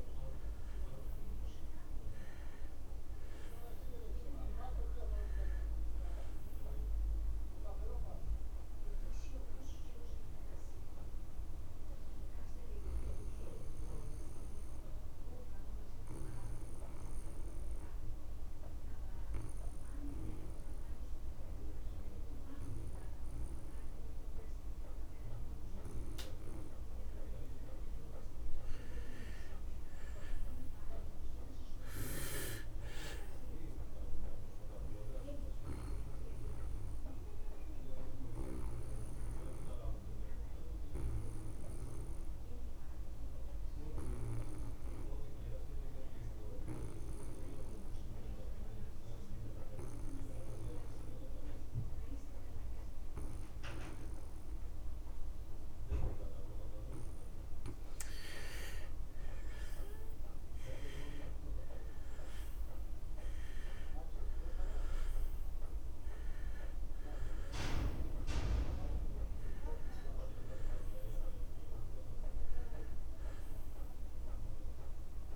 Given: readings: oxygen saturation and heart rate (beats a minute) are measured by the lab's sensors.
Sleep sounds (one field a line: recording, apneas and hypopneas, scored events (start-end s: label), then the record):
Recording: breathing in sleep by a room microphone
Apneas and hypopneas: 2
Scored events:
0.00-22.50 s: oxygen desaturation (device-marked, oxygen 71% lowest)
11.50-26.00 s: obstructive apnea (oxygen 83% before, 71% lowest)
29.00-32.00 s: arousal
38.00-56.50 s: obstructive apnea (oxygen 99% before, 84% lowest)
38.50-52.50 s: oxygen desaturation (device-marked, oxygen 99% before, 91% lowest)
58.50-75.36 s: oxygen desaturation (device-marked, oxygen 96% before, 84% lowest)
59.50-63.50 s: arousal
From the record:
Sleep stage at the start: N2 (light sleep)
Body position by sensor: on the back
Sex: male